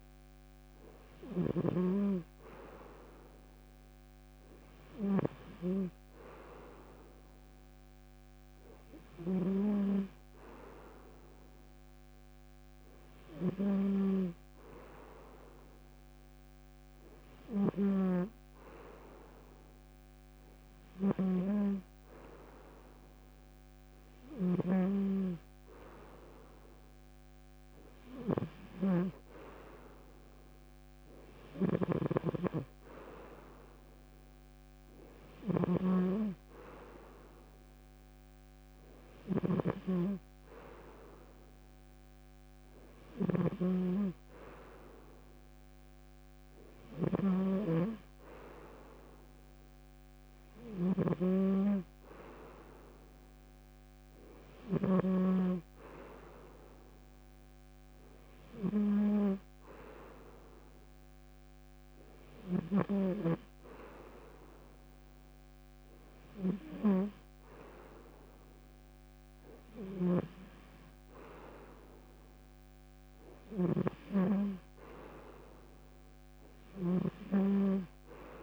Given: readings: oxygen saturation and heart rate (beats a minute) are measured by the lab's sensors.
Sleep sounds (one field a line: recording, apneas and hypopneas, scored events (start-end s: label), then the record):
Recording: breathing in sleep by a microphone on the trachea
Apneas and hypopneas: none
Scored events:
0.00-1.50 s: snoring (device-marked)
17.50-54.50 s: snoring (device-marked)
69.50-78.43 s: snoring (device-marked)
From the record:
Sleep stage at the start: N2 (light sleep)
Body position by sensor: on the front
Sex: male